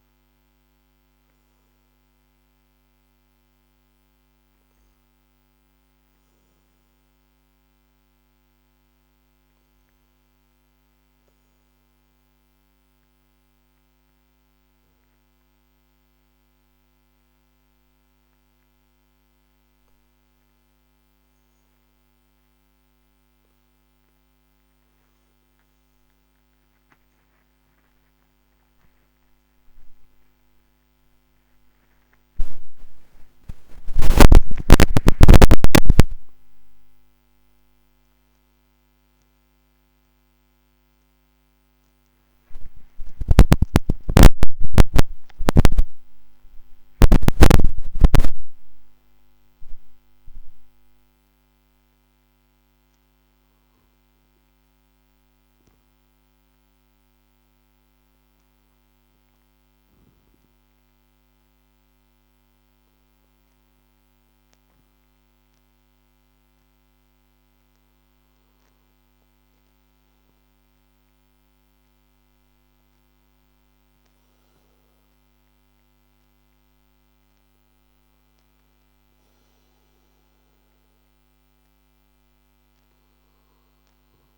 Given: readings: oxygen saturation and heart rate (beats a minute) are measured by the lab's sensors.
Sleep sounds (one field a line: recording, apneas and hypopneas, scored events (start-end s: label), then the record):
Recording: a person awake in a sleep study, by a microphone on the trachea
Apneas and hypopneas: none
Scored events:
20.50-84.38 s: new sleep stage, awake
From the record:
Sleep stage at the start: N2 (light sleep)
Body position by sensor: on the back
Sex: male